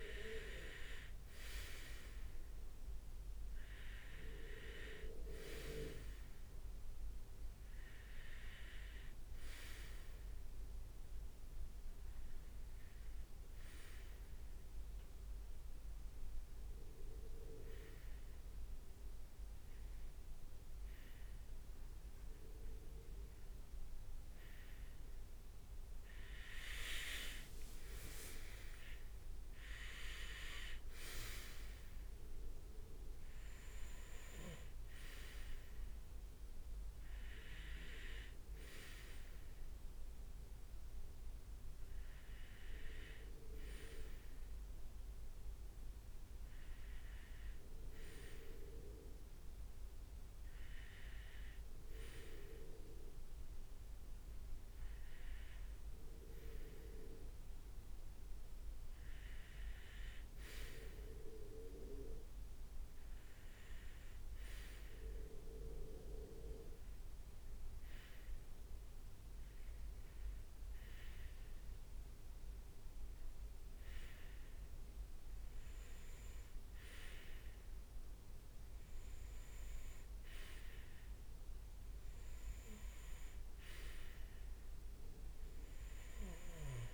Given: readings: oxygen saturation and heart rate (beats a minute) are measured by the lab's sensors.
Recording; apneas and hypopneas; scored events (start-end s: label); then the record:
breathing in sleep by a room microphone; 1
13.00-24.50 s: hypopnea (oxygen 98% before, 97% lowest, heart rate 67 before, 62 extreme, up 10 after)
26.00-29.00 s: leg movement (device-marked)
26.00-30.00 s: arousal
From the record:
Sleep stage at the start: REM sleep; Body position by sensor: on the right side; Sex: male